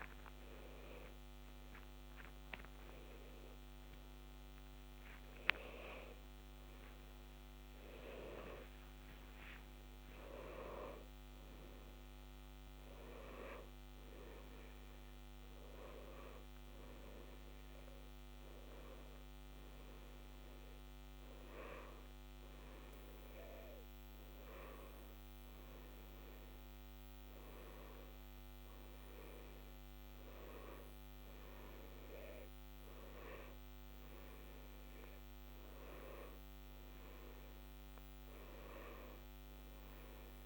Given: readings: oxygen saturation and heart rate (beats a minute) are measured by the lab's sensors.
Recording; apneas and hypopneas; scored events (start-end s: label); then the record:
a person partly awake in a sleep study, by a microphone on the trachea; none
2.00-40.46 s: new sleep stage, N1 (lightest sleep)
From the record:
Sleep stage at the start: awake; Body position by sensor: on the left side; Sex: male